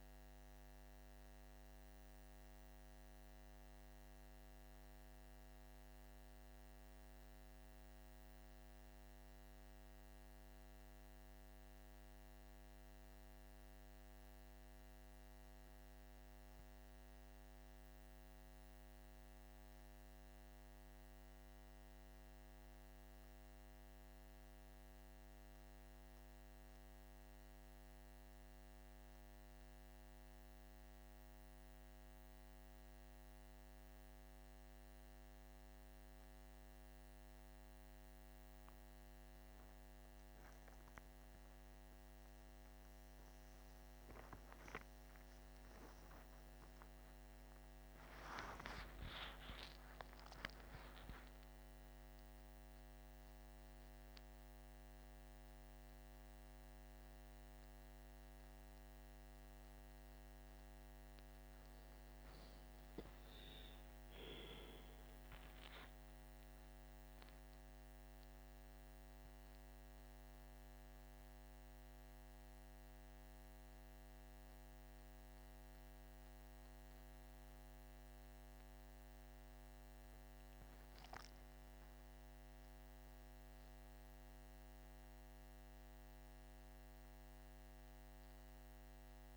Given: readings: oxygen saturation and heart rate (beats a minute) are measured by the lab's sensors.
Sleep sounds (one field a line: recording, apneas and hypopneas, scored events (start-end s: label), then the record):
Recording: a person partly awake in a sleep study, hard to hear, by a microphone on the trachea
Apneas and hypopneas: none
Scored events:
45.50-75.50 s: new sleep stage, awake
75.50-89.37 s: new sleep stage, N1 (lightest sleep)
From the record:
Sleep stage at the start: N1 (lightest sleep)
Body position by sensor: on the back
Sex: male